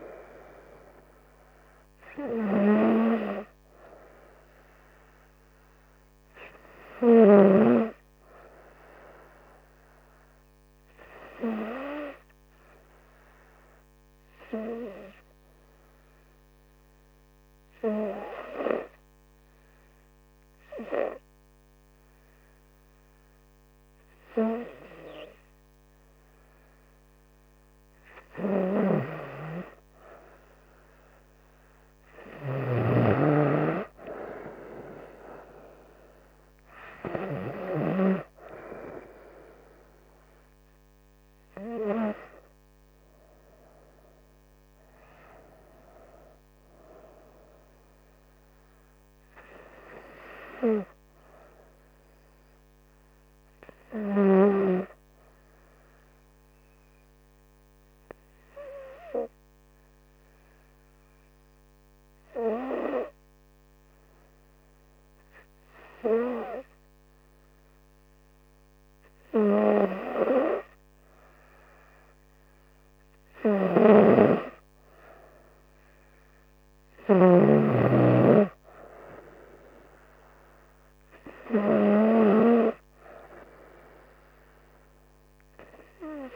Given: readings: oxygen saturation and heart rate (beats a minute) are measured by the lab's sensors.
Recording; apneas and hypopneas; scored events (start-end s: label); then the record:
breathing in sleep by a microphone on the trachea; 2
0.00-19.00 s: oxygen desaturation (device-marked, oxygen 94% lowest, heart rate 67 extreme)
10.50-28.00 s: hypopnea (oxygen 97% before, 94% lowest, heart rate 69 before, 67 extreme, up 3 after)
31.50-36.00 s: arousal
53.00-71.50 s: hypopnea (oxygen 97% before, 95% lowest, heart rate 70 before, 66 extreme, up 3 after)
74.00-77.00 s: arousal
From the record:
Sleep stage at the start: N2 (light sleep); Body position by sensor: on the front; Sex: female